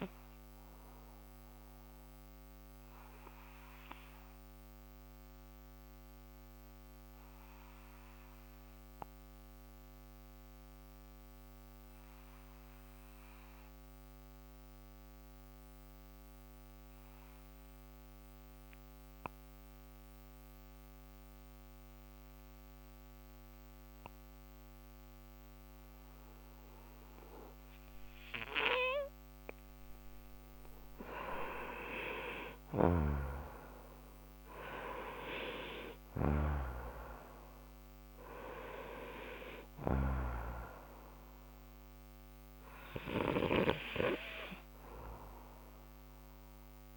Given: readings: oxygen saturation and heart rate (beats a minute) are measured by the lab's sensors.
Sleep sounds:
breathing in sleep by a microphone on the trachea; 1
0.00-13.00 s: oxygen desaturation (device-marked, oxygen 89% lowest, heart rate 56 extreme)
6.50-28.50 s: obstructive apnea (oxygen 94% before, 90% lowest, heart rate 64 before, 57 extreme, up 8 after)
30.50-34.00 s: arousal
34.00-46.97 s: oxygen desaturation (device-marked, oxygen 96% before, 90% lowest, heart rate 63 before, 59 extreme)
From the record:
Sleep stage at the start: N2 (light sleep); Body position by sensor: on the right side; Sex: male

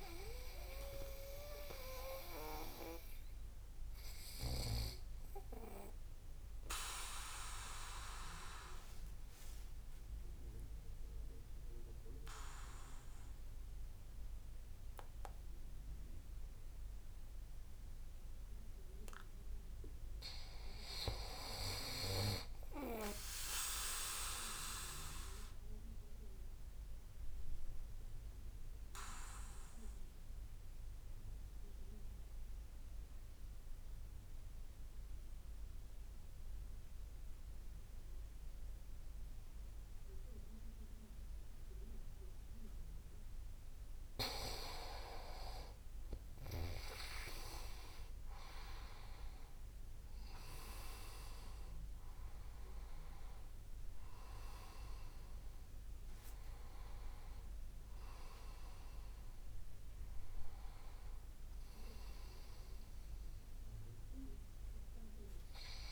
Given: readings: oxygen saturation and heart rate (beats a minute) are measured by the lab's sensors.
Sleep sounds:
breathing in sleep by a room microphone; 2
0.00-17.00 s: oxygen desaturation (device-marked, oxygen 96% before, 92% lowest)
5.00-20.00 s: obstructive apnea (oxygen 97% before, 90% lowest)
27.50-43.50 s: obstructive apnea (oxygen 97% before, 90% lowest)
34.00-43.00 s: oxygen desaturation (device-marked, oxygen 97% before, 94% lowest)
45.50-49.00 s: arousal
53.00-65.92 s: oxygen desaturation (device-marked, oxygen 96% before, 90% lowest)
From the record:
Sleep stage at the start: N2 (light sleep); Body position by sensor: on the back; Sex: male

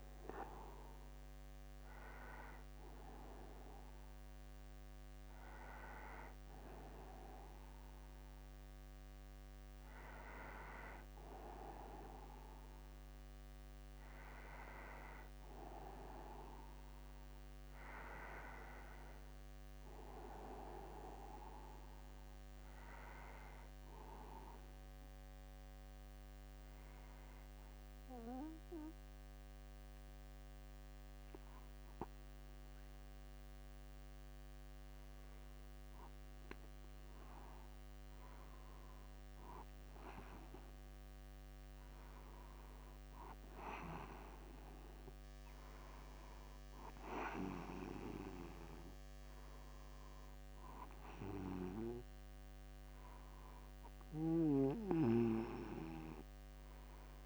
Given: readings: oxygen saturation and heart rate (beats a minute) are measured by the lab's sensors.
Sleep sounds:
breathing in sleep by a microphone on the trachea; 1
15.00-19.00 s: arousal
24.50-37.00 s: obstructive apnea (oxygen 97% before, 95% lowest, heart rate 53 before, 53 extreme, up 0 after)
39.00-43.50 s: arousal
From the record:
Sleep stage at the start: N2 (light sleep); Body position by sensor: upright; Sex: male

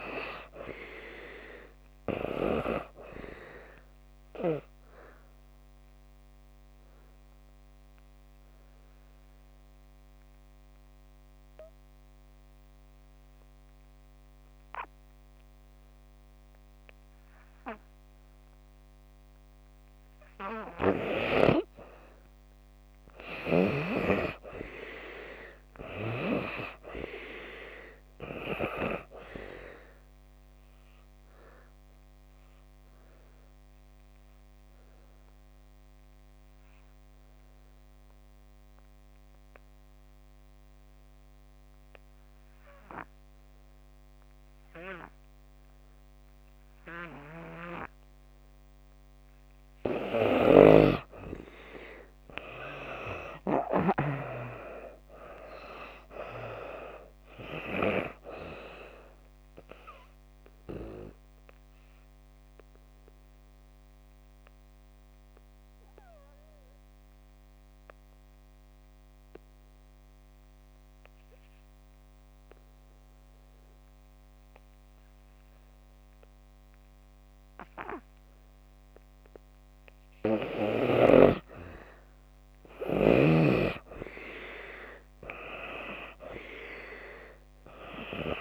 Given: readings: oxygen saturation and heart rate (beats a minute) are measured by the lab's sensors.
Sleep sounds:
breathing in sleep by a microphone on the trachea; 3
0.00-22.00 s: oxygen desaturation (device-marked, oxygen 95% before, 75% lowest)
5.00-20.00 s: obstructive apnea (oxygen 95% before, 75% lowest)
22.50-25.50 s: arousal
27.00-50.00 s: oxygen desaturation (device-marked, oxygen 96% before, 77% lowest)
30.50-50.00 s: obstructive apnea (oxygen 96% before, 75% lowest)
51.50-55.00 s: arousal
52.00-82.00 s: oxygen desaturation (device-marked, oxygen 95% before, 75% lowest)
59.00-79.50 s: obstructive apnea (oxygen 95% before, 75% lowest)
82.00-85.50 s: arousal
84.00-88.41 s: oxygen desaturation (device-marked, oxygen 97% before, 76% lowest)
From the record:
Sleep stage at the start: N2 (light sleep); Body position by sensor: on the back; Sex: female

